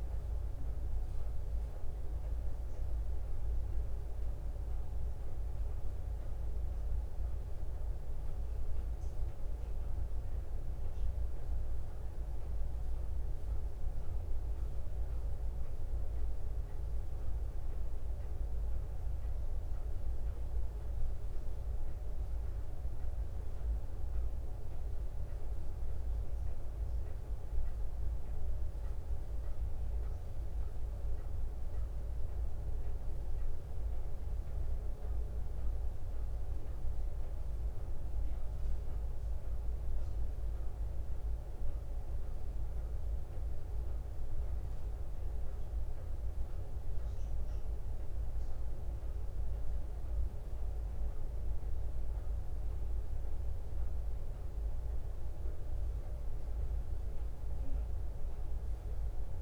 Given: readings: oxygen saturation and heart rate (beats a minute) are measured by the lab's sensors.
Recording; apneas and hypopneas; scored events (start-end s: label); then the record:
breathing in sleep, hard to hear, by a room microphone; none
none scored
From the record:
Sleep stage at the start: N2 (light sleep); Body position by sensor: on the back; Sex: female